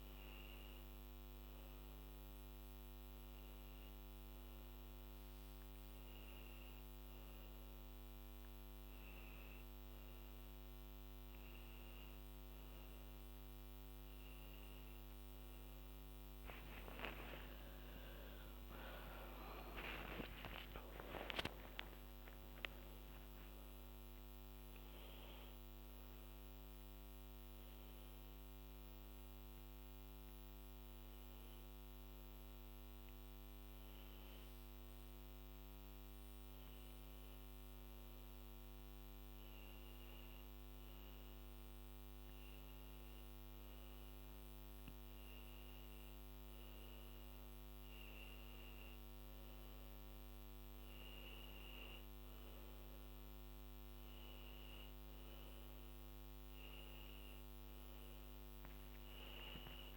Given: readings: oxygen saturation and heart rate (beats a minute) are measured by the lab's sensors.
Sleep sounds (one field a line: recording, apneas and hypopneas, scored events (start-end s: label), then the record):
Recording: a person awake in a sleep study, by a microphone on the trachea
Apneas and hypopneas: none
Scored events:
22.00-24.00 s: long interval between heartbeats (device-marked, heart rate 60 before, 99 extreme)
30.00-59.97 s: new sleep stage, N1 (lightest sleep)
From the record:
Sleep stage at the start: awake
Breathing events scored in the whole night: 298 in 3.7 hours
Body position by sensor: on the back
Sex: female